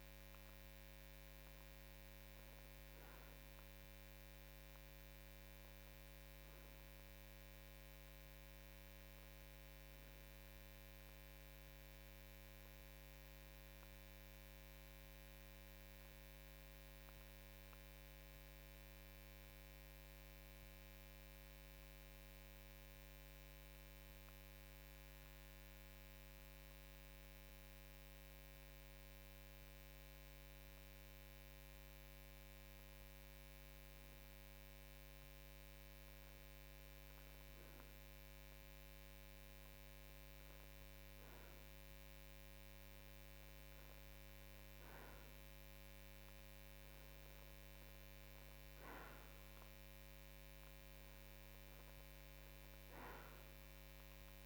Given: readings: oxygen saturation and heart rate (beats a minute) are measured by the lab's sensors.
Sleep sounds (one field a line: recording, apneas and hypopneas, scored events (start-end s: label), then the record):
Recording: breathing in sleep, hard to hear, by a microphone on the trachea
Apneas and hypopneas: 1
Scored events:
12.00-32.00 s: obstructive apnea (oxygen 93% before, 92% lowest, heart rate 54 before, 52 extreme, up 2 after)
34.50-38.00 s: arousal
From the record:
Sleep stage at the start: N2 (light sleep)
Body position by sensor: on the right side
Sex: male